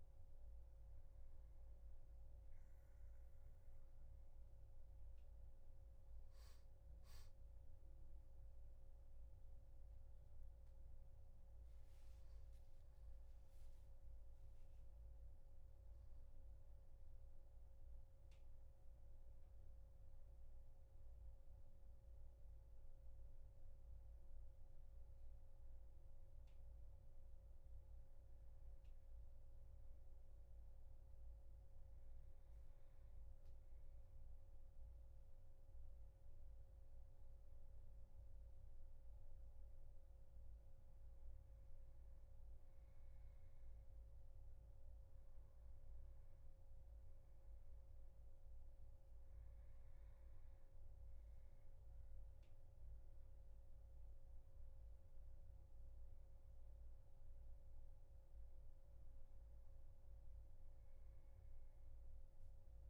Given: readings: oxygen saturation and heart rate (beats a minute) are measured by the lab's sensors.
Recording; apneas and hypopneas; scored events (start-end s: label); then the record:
breathing in sleep, hard to hear, by a room microphone; none
none scored
From the record:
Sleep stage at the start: N2 (light sleep); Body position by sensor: on the back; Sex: male